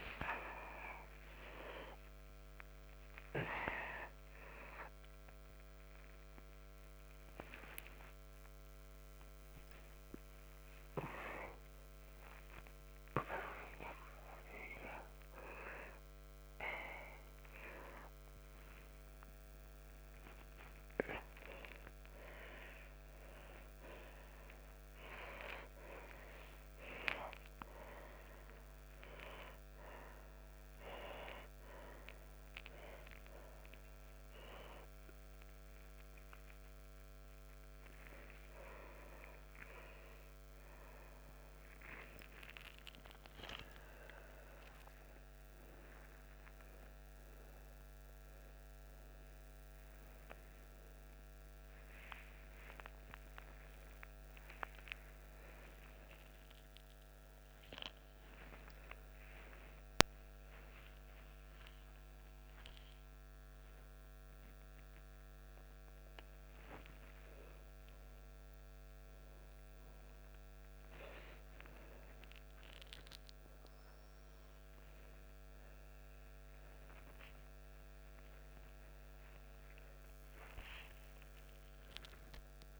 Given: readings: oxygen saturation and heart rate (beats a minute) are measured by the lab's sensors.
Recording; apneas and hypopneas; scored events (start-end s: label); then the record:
a person awake in a sleep study, by a microphone on the trachea; none
none scored
From the record:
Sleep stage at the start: awake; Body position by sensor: upright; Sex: male